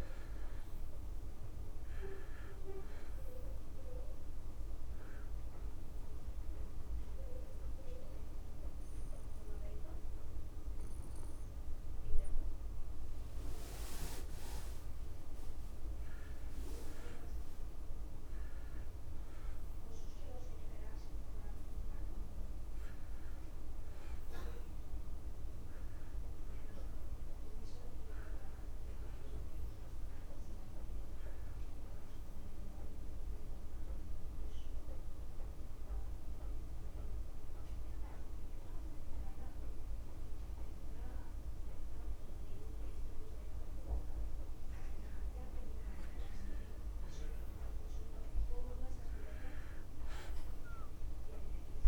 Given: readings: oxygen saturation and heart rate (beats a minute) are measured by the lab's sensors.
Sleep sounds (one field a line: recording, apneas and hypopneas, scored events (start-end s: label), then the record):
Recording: breathing in sleep by a room microphone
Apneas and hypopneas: 2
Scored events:
2.00-19.00 s: oxygen desaturation (device-marked, oxygen 96% before, 92% lowest)
5.00-15.00 s: obstructive apnea (oxygen 98% before, 92% lowest)
19.00-23.00 s: arousal
33.50-45.50 s: central apnea (oxygen 97% before, 90% lowest)
49.50-51.88 s: arousal
From the record:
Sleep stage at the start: N2 (light sleep)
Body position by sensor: on the back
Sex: male